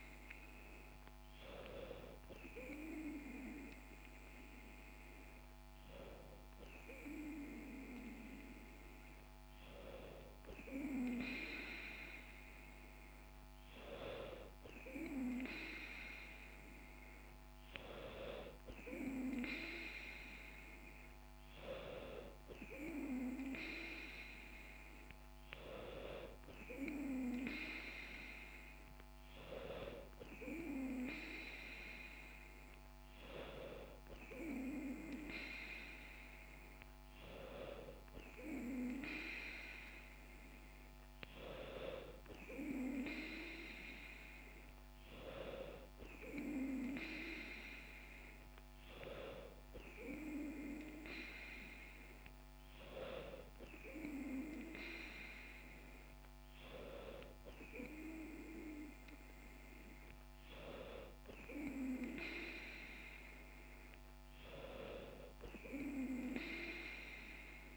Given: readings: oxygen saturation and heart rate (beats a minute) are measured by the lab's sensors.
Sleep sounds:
breathing in sleep by a microphone on the trachea; none
none scored
From the record:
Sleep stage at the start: N2 (light sleep); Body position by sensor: on the back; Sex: female

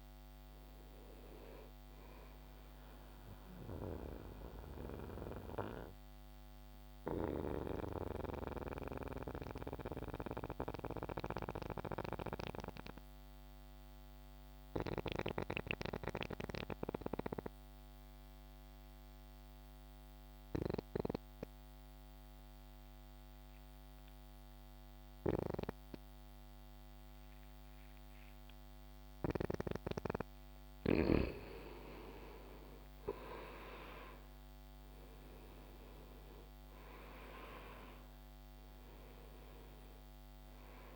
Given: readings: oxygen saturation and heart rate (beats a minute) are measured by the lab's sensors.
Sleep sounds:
breathing in sleep by a microphone on the trachea; 1
0.00-20.50 s: oxygen desaturation (device-marked, oxygen 88% lowest)
3.50-29.50 s: mixed apnea (oxygen 98% before, 85% lowest)
31.00-35.00 s: arousal
33.50-40.96 s: oxygen desaturation (device-marked, oxygen 98% before, 87% lowest)
From the record:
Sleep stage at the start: N2 (light sleep); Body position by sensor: on the back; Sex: male

